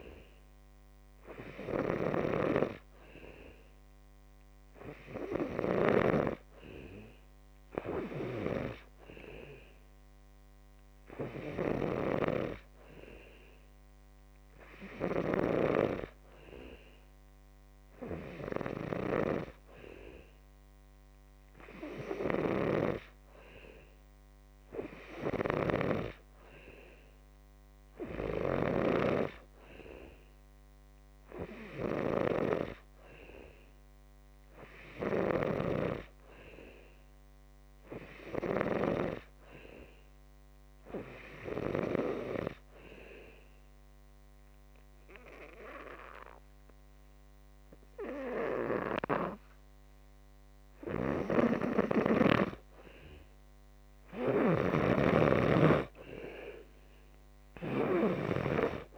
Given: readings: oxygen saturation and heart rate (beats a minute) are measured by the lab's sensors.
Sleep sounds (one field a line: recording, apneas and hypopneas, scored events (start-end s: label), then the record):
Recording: breathing in sleep by a microphone on the trachea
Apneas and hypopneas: 1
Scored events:
42.50-52.50 s: obstructive apnea (oxygen 92% before, 84% lowest, heart rate 60 before, 58 extreme, up 10 after)
55.50-58.50 s: arousal
From the record:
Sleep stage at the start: N2 (light sleep)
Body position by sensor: on the back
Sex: male